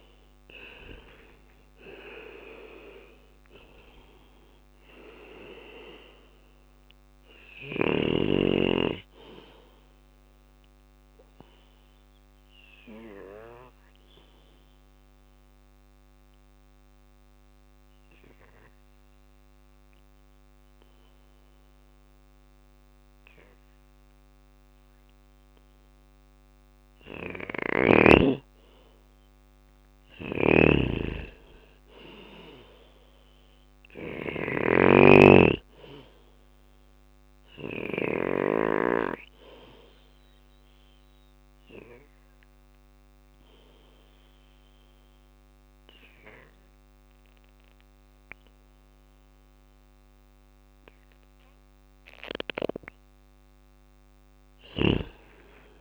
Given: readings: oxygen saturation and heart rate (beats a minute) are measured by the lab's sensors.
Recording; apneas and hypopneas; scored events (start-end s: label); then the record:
breathing in sleep by a microphone on the trachea; 2
0.00-10.50 s: drop in pulse transit time (device-marked, heart rate 59 extreme)
0.50-24.50 s: oxygen desaturation (device-marked, oxygen 98% before, 91% lowest, heart rate 61 before, 57 extreme)
6.50-10.50 s: bradycardia (device-marked, heart rate 62 before, 59 extreme)
12.50-25.00 s: obstructive apnea (oxygen 98% before, 91% lowest, heart rate 62 before, 58 extreme, up 4 after)
27.50-31.50 s: arousal
29.00-37.00 s: snoring (device-marked)
33.50-35.50 s: bradycardia (device-marked, heart rate 62 before, 60 extreme)
35.50-48.50 s: oxygen desaturation (device-marked, oxygen 99% before, 93% lowest, heart rate 62 before, 58 extreme)
38.50-51.00 s: obstructive apnea (oxygen 99% before, 92% lowest, heart rate 62 before, 58 extreme, up 8 after)
40.50-50.50 s: bradycardia (device-marked, heart rate 62 before, 58 extreme)
53.50-55.81 s: drop in pulse transit time (device-marked, heart rate 59 before, 58 extreme)
54.50-55.81 s: arousal
From the record:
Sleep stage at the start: N2 (light sleep); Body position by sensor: on the back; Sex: male